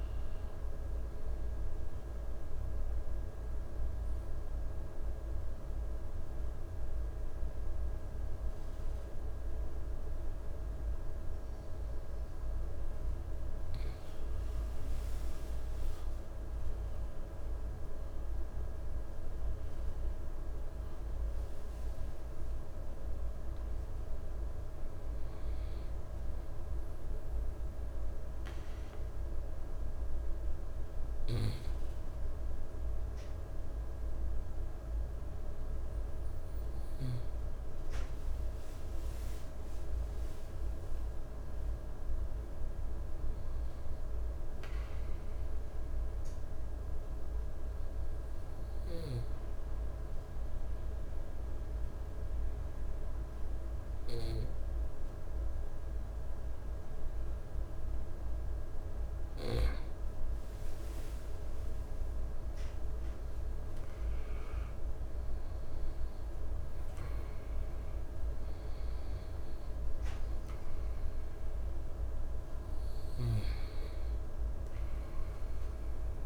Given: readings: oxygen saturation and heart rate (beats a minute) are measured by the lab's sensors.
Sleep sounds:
breathing in sleep, hard to hear, by a room microphone; 3
2.00-13.50 s: obstructive apnea (oxygen 99% before, 95% lowest, heart rate 79 before, 56 extreme, up 11 after)
17.00-22.00 s: arousal
26.00-38.50 s: hypopnea (oxygen 98% before, 95% lowest, heart rate 63 before, 56 extreme, up 10 after)
40.00-42.50 s: arousal
45.50-58.50 s: obstructive apnea (oxygen 98% before, 95% lowest, heart rate 60 before, 57 extreme, up 9 after)
61.00-64.00 s: arousal
From the record:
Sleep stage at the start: N2 (light sleep); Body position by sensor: on the right side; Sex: male

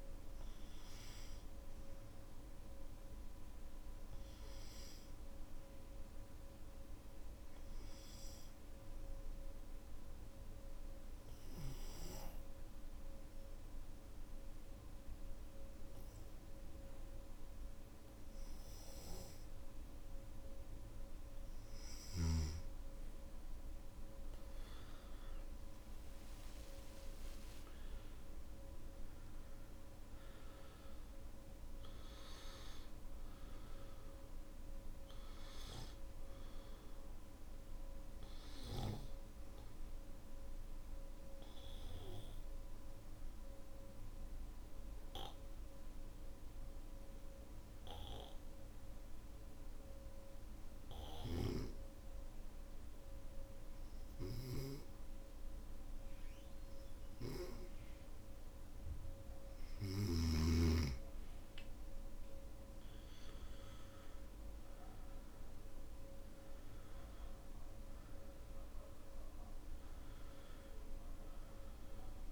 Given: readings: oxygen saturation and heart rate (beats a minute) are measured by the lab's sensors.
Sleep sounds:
breathing in sleep by a room microphone; 2
0.00-12.50 s: oxygen desaturation (device-marked, oxygen 90% lowest, heart rate 53 extreme)
7.50-21.00 s: obstructive apnea (oxygen 97% before, 91% lowest, heart rate 58 before, 56 extreme, up 11 after)
29.50-49.50 s: oxygen desaturation (device-marked, oxygen 98% before, 93% lowest, heart rate 61 before, 55 extreme)
42.00-57.00 s: obstructive apnea (oxygen 98% before, 91% lowest, heart rate 62 before, 55 extreme, up 7 after)
61.50-72.32 s: oxygen desaturation (device-marked, oxygen 98% before, 92% lowest, heart rate 57 before, 55 extreme)
69.50-72.32 s: new sleep stage, N2 (light sleep)
From the record:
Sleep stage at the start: N3 (deep sleep); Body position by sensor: on the back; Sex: male

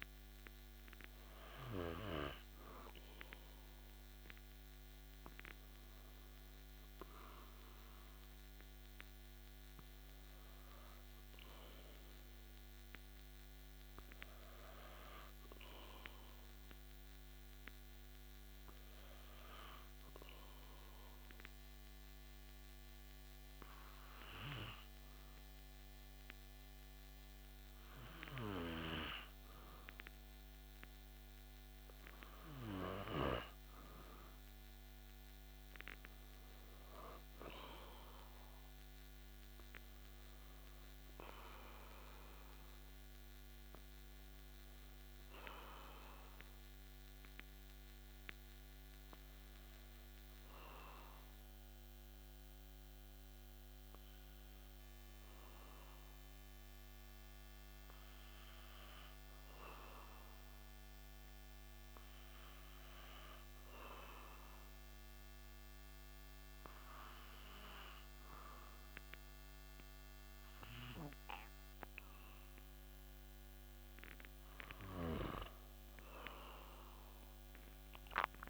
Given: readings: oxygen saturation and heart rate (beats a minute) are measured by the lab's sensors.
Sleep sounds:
breathing in sleep by a microphone on the trachea; 2
18.00-33.00 s: hypopnea (oxygen 97% before, 93% lowest)
34.50-38.50 s: arousal
38.50-57.50 s: oxygen desaturation (device-marked, oxygen 96% before, 93% lowest)
46.50-74.00 s: obstructive apnea (oxygen 96% before, 93% lowest)
77.00-78.50 s: arousal
From the record:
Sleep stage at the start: N2 (light sleep); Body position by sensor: on the back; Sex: male

